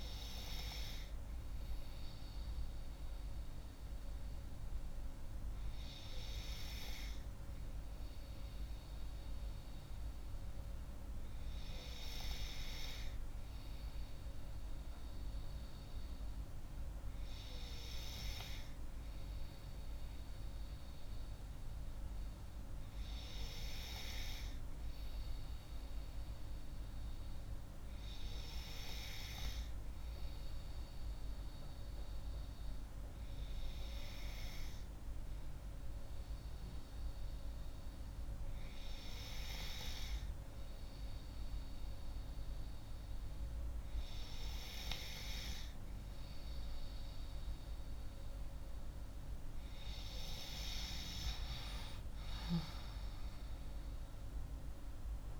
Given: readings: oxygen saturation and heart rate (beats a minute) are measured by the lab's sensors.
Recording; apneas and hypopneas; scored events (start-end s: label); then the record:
breathing in sleep by a room microphone; none
52.00-55.39 s: arousal
54.50-55.39 s: new sleep stage, N3 (deep sleep)
From the record:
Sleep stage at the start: N2 (light sleep); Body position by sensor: on the left side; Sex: female